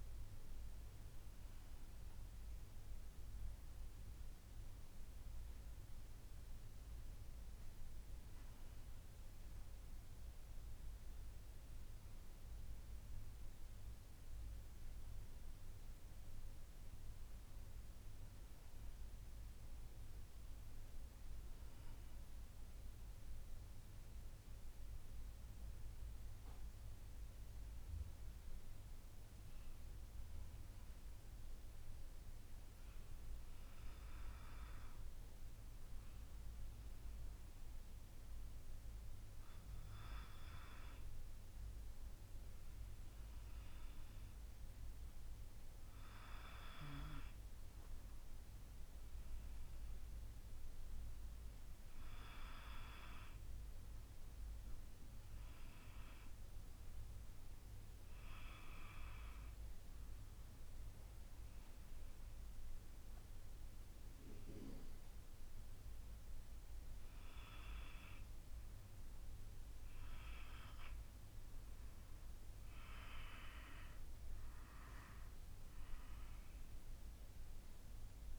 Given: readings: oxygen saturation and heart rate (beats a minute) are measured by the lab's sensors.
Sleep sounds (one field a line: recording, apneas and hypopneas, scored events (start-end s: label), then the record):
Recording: breathing in sleep by a room microphone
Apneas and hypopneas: none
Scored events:
none scored
From the record:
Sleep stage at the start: N2 (light sleep)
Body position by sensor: on the back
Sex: female